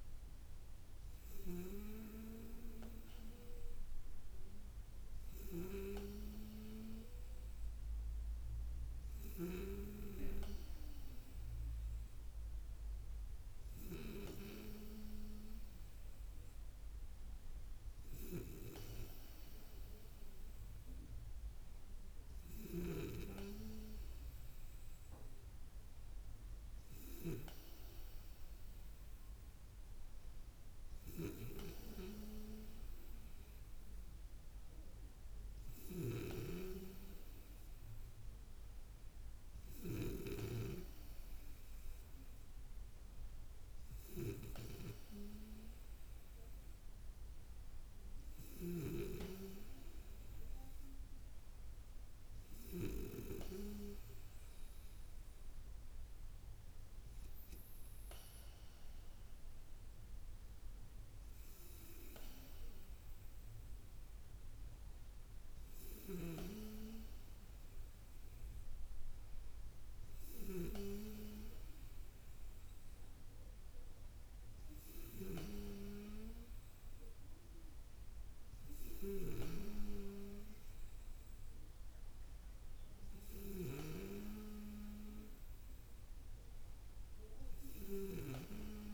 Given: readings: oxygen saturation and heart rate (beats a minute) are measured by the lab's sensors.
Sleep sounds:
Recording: breathing in sleep by a room microphone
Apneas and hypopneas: none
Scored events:
none scored
From the record:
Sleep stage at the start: N2 (light sleep)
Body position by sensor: on the back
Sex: female

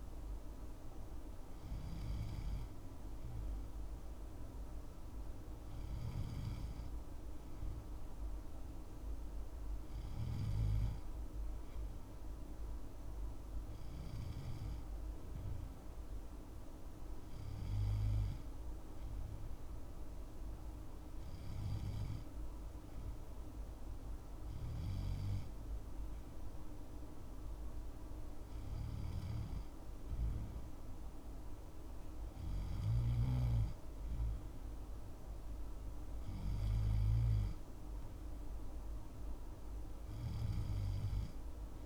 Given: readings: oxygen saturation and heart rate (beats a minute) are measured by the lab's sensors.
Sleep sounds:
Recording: breathing in sleep, hard to hear, by a room microphone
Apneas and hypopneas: none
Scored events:
none scored
From the record:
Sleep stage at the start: N2 (light sleep)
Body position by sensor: on the left side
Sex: male

